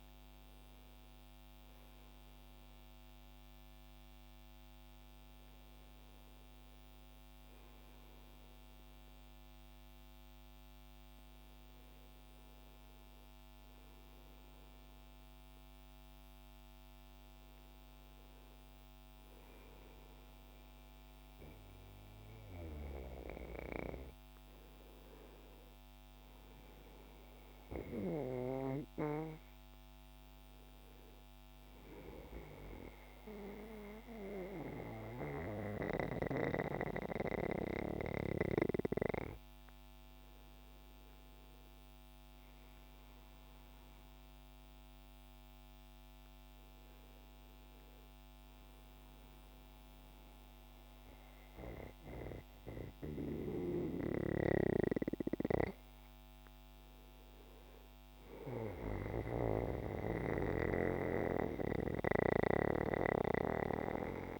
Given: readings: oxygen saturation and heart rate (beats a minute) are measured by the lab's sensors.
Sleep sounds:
a person partly awake in a sleep study, by a microphone on the trachea; none
7.00-64.40 s: new sleep stage, N2 (light sleep)
37.00-60.00 s: oxygen desaturation (device-marked, oxygen 96% before, 92% lowest, heart rate 78 before, 63 extreme)
From the record:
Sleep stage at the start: awake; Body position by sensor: on the back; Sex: male

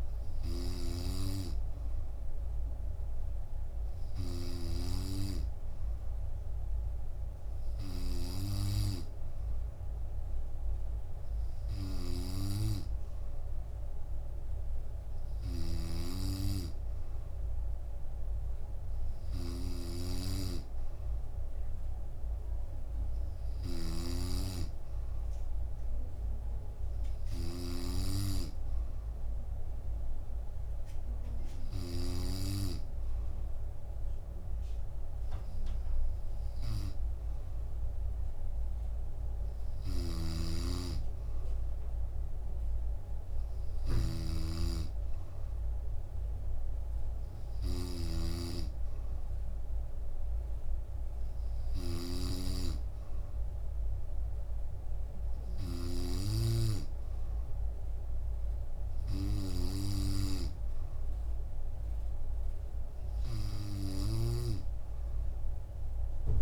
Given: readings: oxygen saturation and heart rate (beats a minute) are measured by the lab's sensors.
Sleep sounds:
breathing in sleep by a room microphone; none
24.50-66.42 s: new sleep stage, N3 (deep sleep)
40.00-48.50 s: snoring (device-marked)
From the record:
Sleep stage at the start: N2 (light sleep); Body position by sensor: on the back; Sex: female

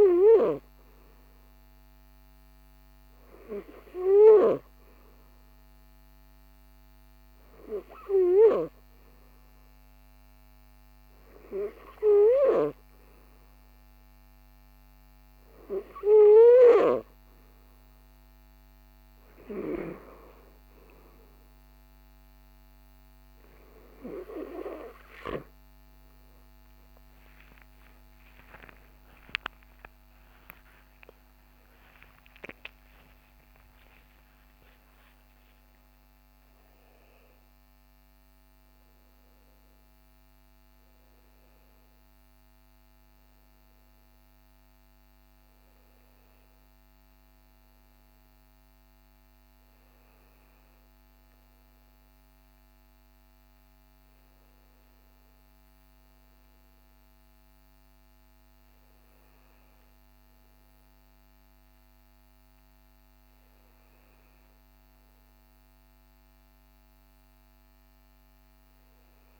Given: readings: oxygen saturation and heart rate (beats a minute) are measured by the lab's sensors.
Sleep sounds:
breathing in sleep by a microphone on the trachea; none
27.50-35.00 s: arousal
28.50-69.40 s: new sleep stage, N2 (light sleep)
From the record:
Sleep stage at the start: N3 (deep sleep); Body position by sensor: on the back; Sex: male

